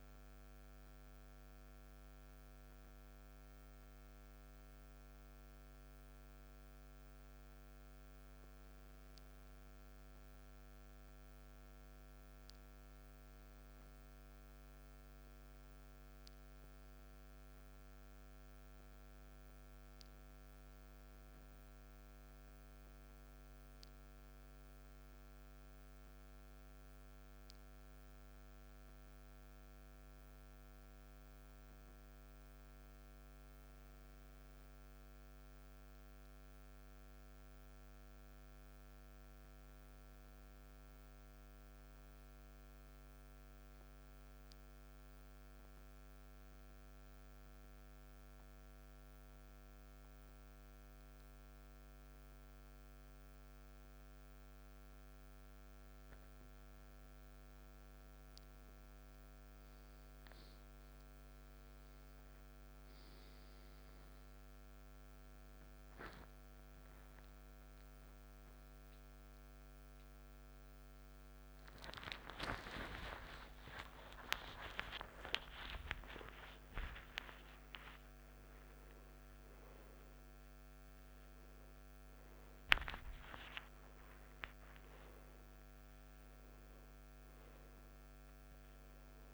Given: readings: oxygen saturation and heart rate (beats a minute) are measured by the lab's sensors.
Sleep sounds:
breathing in sleep by a microphone on the trachea; 1
41.00-44.50 s: arousal
46.50-57.00 s: mixed apnea (oxygen 95% before, 87% lowest, heart rate 64 before, 64 extreme, up 3 after)
51.00-56.00 s: oxygen desaturation (device-marked, oxygen 95% before, 91% lowest, heart rate 65 before, 64 extreme)
65.00-89.34 s: oxygen desaturation (device-marked, oxygen 93% before, 87% lowest, heart rate 65 before, 66 extreme)
72.00-89.34 s: new sleep stage, awake
73.00-76.00 s: tachycardia (device-marked, heart rate 66 before, 98 extreme)
73.50-75.50 s: long interval between heartbeats (device-marked, heart rate 66 before, 80 extreme)
From the record:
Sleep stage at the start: N1 (lightest sleep); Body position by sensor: on the back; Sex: male

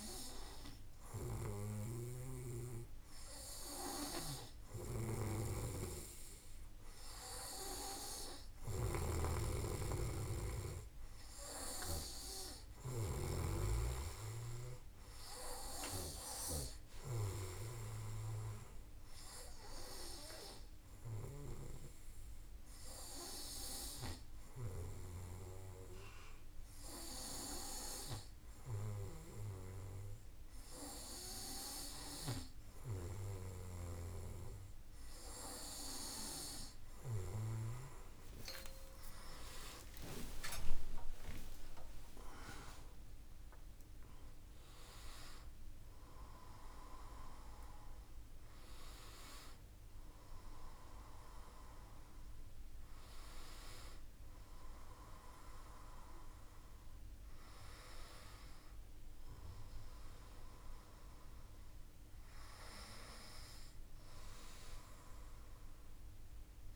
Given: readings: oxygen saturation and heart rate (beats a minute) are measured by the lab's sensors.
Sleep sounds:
breathing in sleep by a room microphone; none
1.00-15.50 s: snoring (device-marked)
36.50-42.50 s: tachycardia (device-marked, heart rate 52 before, 129 extreme)
38.50-45.00 s: arousal
From the record:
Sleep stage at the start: N2 (light sleep); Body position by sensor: on the back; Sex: male

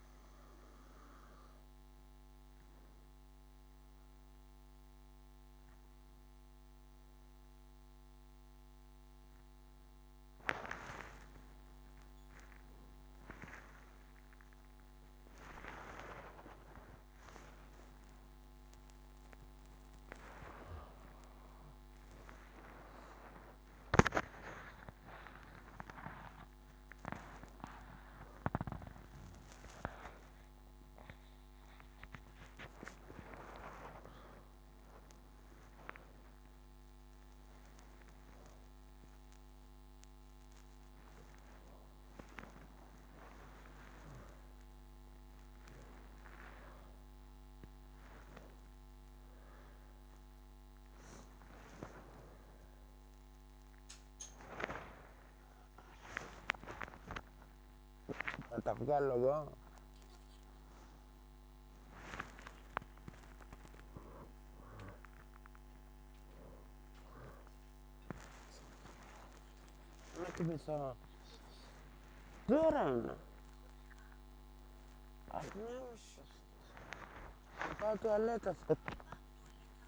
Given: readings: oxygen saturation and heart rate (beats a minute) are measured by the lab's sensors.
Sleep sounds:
a person awake in a sleep study, by a microphone on the trachea; none
0.00-2.00 s: long interval between heartbeats (device-marked, heart rate 91 before, 95 extreme)
2.00-29.00 s: oxygen desaturation (device-marked, oxygen 93% before, 89% lowest)
3.00-5.00 s: long interval between heartbeats (device-marked, heart rate 94 before, 76 extreme)
6.00-8.00 s: long interval between heartbeats (device-marked, heart rate 94 before, 54 extreme)
8.50-10.50 s: long interval between heartbeats (device-marked, heart rate 90 before, 54 extreme)
11.00-13.00 s: long interval between heartbeats (device-marked, heart rate 82 before, 56 extreme)
72.00-79.87 s: oxygen desaturation (device-marked, oxygen 94% before, 91% lowest, heart rate 78 before, 75 extreme)
77.00-79.00 s: long interval between heartbeats (device-marked, heart rate 76 before, 93 extreme)
From the record:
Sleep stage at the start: awake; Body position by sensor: on the back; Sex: female

